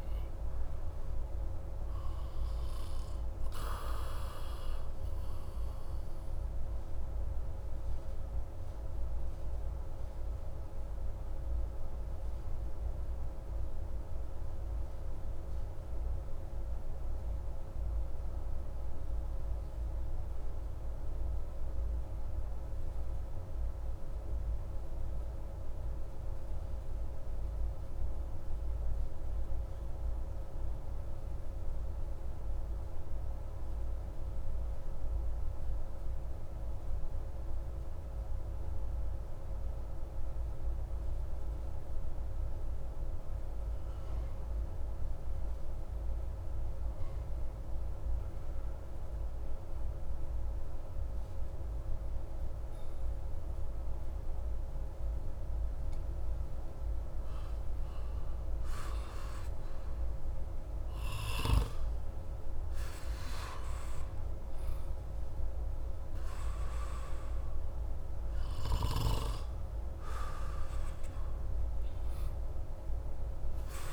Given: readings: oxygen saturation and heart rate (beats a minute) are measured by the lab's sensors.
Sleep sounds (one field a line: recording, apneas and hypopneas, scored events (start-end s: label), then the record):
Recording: breathing in sleep, hard to hear, by a room microphone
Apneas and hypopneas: 1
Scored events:
5.00-56.50 s: obstructive apnea (oxygen 97% before, 91% lowest)
58.50-62.50 s: arousal
From the record:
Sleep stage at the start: N2 (light sleep)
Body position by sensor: on the back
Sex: male